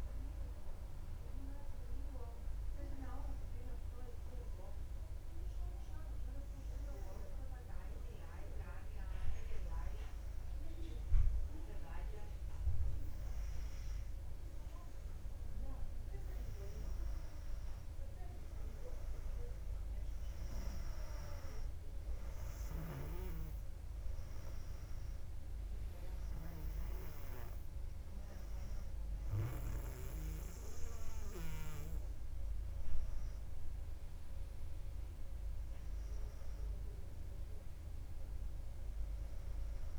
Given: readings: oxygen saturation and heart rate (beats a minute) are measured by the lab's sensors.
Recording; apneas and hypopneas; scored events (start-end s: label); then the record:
breathing in sleep by a room microphone; 1
4.50-15.00 s: hypopnea (oxygen 98% before, 95% lowest, heart rate 64 before, 59 extreme, up 2 after)
16.00-20.50 s: arousal
From the record:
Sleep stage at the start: N2 (light sleep); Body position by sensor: on the back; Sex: female